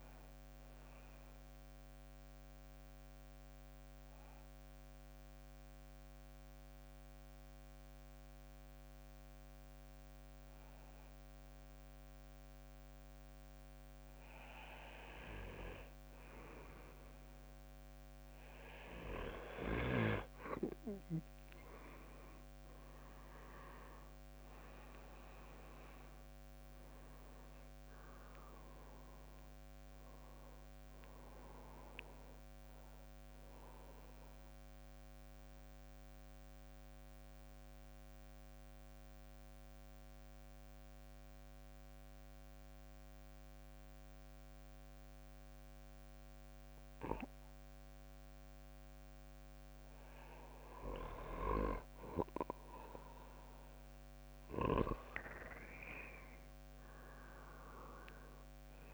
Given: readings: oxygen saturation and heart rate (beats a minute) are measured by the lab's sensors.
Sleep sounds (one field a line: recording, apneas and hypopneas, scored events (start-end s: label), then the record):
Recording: breathing in sleep by a microphone on the trachea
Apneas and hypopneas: 2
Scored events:
0.00-9.50 s: oxygen desaturation (device-marked, oxygen 93% lowest, heart rate 57 extreme)
2.00-15.50 s: mixed apnea (oxygen 98% before, 93% lowest, heart rate 66 before, 53 extreme, up 8 after)
20.50-34.50 s: oxygen desaturation (device-marked, oxygen 98% before, 93% lowest, heart rate 59 before, 53 extreme)
23.00-26.50 s: arousal
34.50-50.00 s: mixed apnea (oxygen 98% before, 93% lowest, heart rate 65 before, 53 extreme, up 14 after)
54.50-58.94 s: oxygen desaturation (device-marked, oxygen 98% before, 93% lowest, heart rate 58 before, 52 extreme)
56.00-58.94 s: arousal
From the record:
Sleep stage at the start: N2 (light sleep)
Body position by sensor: on the back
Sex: male